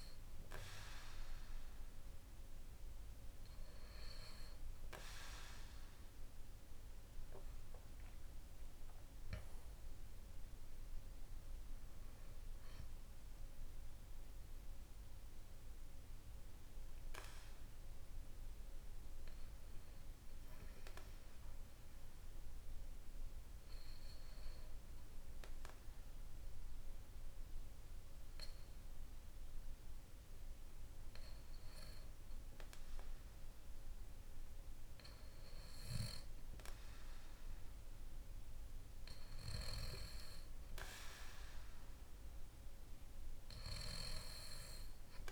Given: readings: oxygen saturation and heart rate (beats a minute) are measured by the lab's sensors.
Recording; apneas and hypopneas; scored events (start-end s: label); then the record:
breathing in sleep by a room microphone; none
0.00-12.50 s: oxygen desaturation (device-marked, oxygen 92% lowest, heart rate 48 extreme)
26.00-29.50 s: arousal
From the record:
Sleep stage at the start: N2 (light sleep); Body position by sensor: on the back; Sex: male